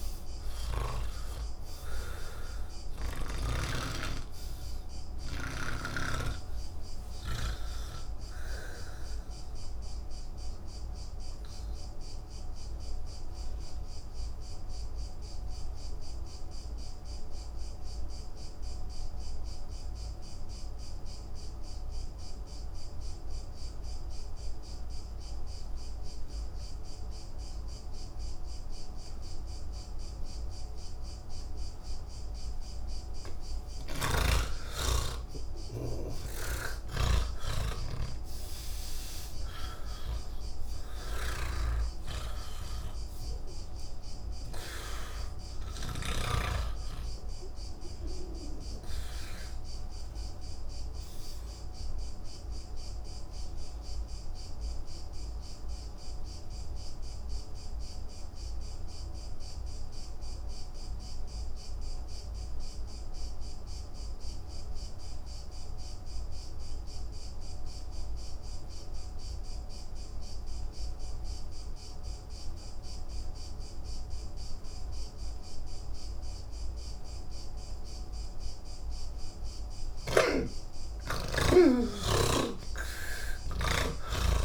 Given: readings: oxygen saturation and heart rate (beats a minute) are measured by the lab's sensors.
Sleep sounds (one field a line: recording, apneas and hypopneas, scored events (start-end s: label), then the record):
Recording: breathing in sleep by a room microphone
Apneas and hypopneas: 2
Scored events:
0.00-4.00 s: snoring (device-marked)
0.00-19.50 s: oxygen desaturation (device-marked, oxygen 78% lowest)
9.00-31.50 s: obstructive apnea (oxygen 96% before, 78% lowest)
31.50-50.50 s: oxygen desaturation (device-marked, oxygen 98% before, 87% lowest, heart rate 78 before, 28 extreme)
34.00-46.50 s: snoring (device-marked)
50.00-78.00 s: obstructive apnea (oxygen 98% before, 81% lowest, heart rate 141 before, 28 extreme)
73.50-84.45 s: oxygen desaturation (device-marked, oxygen 98% before, 81% lowest)
From the record:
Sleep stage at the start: N3 (deep sleep)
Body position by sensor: on the back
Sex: male